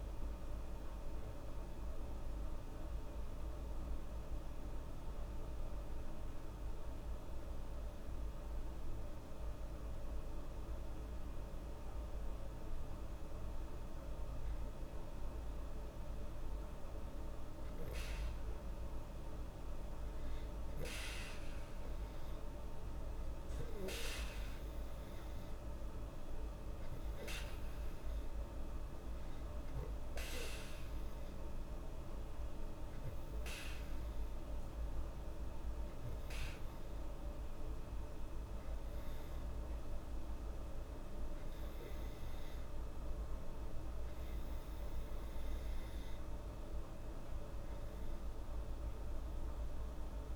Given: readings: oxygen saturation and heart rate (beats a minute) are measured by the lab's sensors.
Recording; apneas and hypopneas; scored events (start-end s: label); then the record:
breathing in sleep, hard to hear, by a room microphone; 1
3.50-15.50 s: hypopnea (oxygen 97% before, 95% lowest, heart rate 79 before, 75 extreme, up 6 after)
18.00-21.50 s: arousal
From the record:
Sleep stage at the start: N2 (light sleep); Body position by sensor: on the back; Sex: female